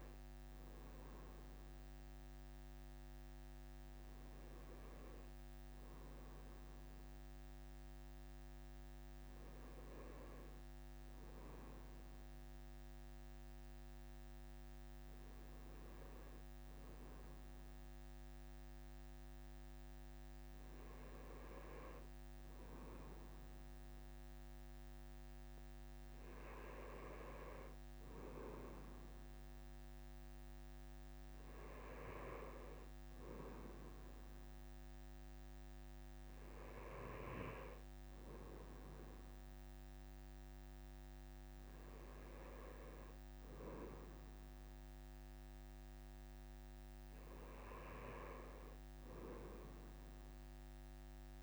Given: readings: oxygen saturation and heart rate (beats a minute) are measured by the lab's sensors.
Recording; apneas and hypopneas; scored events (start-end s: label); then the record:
breathing in sleep by a microphone on the trachea; none
none scored
From the record:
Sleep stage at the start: N2 (light sleep); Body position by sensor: on the right side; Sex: male